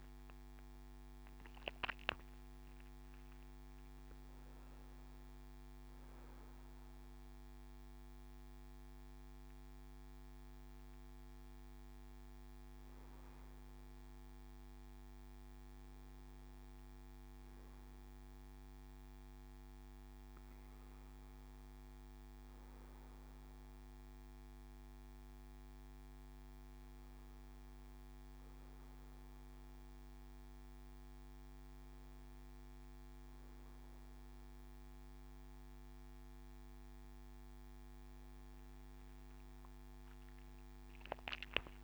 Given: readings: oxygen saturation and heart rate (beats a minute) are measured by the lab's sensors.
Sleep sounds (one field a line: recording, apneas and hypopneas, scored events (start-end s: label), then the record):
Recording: breathing in sleep, hard to hear, by a microphone on the trachea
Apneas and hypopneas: none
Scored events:
40.50-41.84 s: oxygen desaturation (device-marked, oxygen 98% before, 94% lowest, heart rate 86 before, 87 extreme)
From the record:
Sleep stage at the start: N1 (lightest sleep)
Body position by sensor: on the back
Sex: male